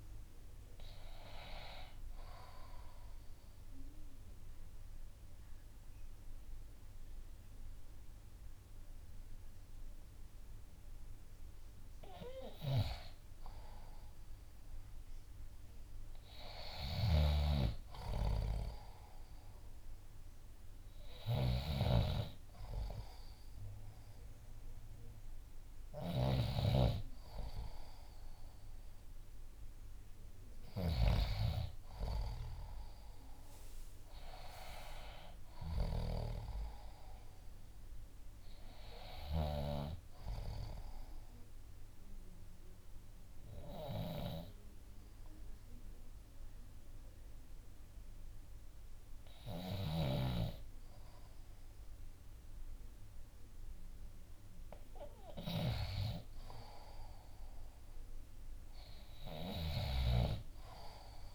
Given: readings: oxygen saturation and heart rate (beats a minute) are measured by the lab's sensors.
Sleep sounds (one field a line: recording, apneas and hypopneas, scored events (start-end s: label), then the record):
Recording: breathing in sleep by a room microphone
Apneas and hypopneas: 2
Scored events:
0.00-3.50 s: drop in pulse transit time (device-marked, heart rate 65 extreme)
0.00-17.50 s: oxygen desaturation (device-marked, oxygen 91% lowest, heart rate 59 extreme)
2.00-12.00 s: mixed apnea (oxygen 96% before, 91% lowest, heart rate 65 before, 59 extreme, up 1 after)
16.50-39.50 s: snoring (device-marked)
18.00-22.00 s: arousal
25.50-37.50 s: oxygen desaturation (device-marked, oxygen 97% before, 92% lowest, heart rate 60 before, 56 extreme)
41.00-53.50 s: obstructive apnea (oxygen 97% before, 91% lowest, heart rate 62 before, 56 extreme, up 5 after)
49.50-61.35 s: snoring (device-marked)
56.50-59.50 s: arousal
From the record:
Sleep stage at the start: N2 (light sleep)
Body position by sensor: on the back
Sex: male